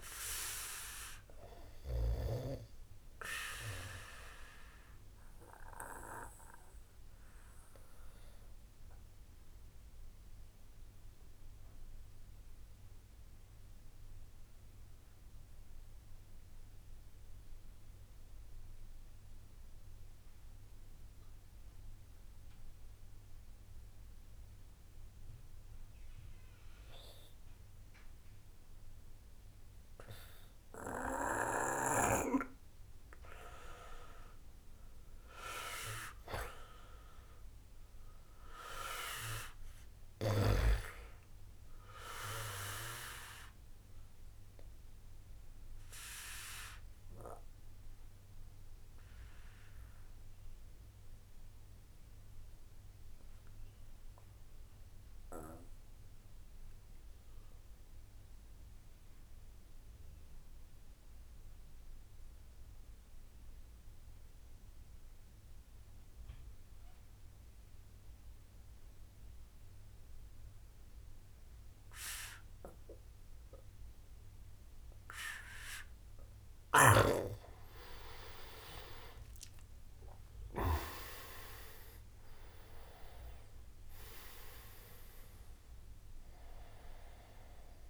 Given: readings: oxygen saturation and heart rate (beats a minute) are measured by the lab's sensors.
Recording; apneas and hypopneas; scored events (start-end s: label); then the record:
breathing in sleep by a room microphone; 2
0.00-16.50 s: oxygen desaturation (device-marked, oxygen 88% lowest)
6.00-31.50 s: obstructive apnea (oxygen 98% before, 86% lowest, heart rate 45 before, 39 extreme, up 7 after)
31.50-60.50 s: oxygen desaturation (device-marked, oxygen 96% before, 86% lowest, heart rate 65 before, 30 extreme)
34.00-37.00 s: arousal
45.00-75.00 s: obstructive apnea (oxygen 97% before, 85% lowest, heart rate 58 before, 30 extreme)
69.50-87.90 s: oxygen desaturation (device-marked, oxygen 98% before, 85% lowest, heart rate 65 before, 30 extreme)
77.00-81.00 s: snoring (device-marked)
79.50-85.50 s: arousal
From the record:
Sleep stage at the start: N2 (light sleep); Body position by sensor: on the back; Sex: male